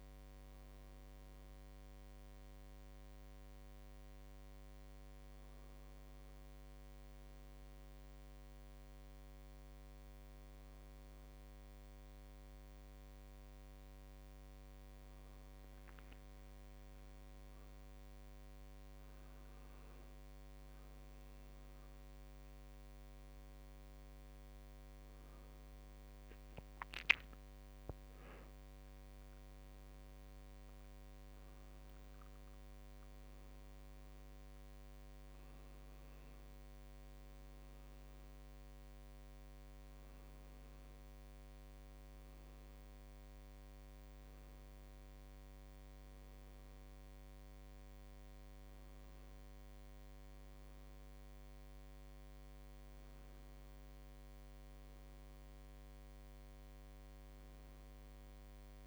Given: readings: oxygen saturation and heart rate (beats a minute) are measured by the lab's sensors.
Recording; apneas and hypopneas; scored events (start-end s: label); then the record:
a person awake in a sleep study, hard to hear, by a microphone on the trachea; none
none scored
From the record:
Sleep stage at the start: awake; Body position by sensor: on the right side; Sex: male